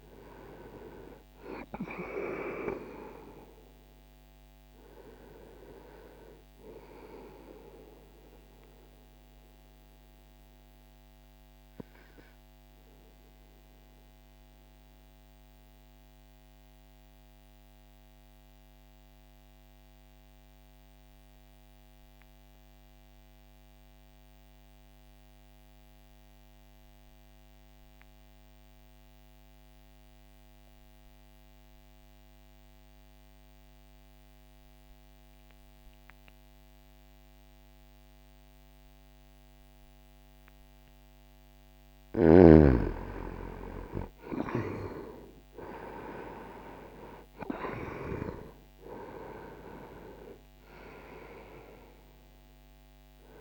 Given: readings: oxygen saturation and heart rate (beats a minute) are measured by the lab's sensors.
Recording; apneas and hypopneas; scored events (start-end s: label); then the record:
breathing in sleep by a microphone on the trachea; 1
0.00-13.50 s: oxygen desaturation (device-marked, oxygen 93% lowest, heart rate 60 extreme)
7.50-40.50 s: obstructive apnea (oxygen 97% before, 90% lowest, heart rate 61 before, 60 extreme, up 0 after)
20.50-32.50 s: oxygen desaturation (device-marked, oxygen 94% before, 90% lowest, heart rate 60 before, 60 extreme)
42.00-46.50 s: arousal
From the record:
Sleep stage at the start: N2 (light sleep); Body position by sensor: on the back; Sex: male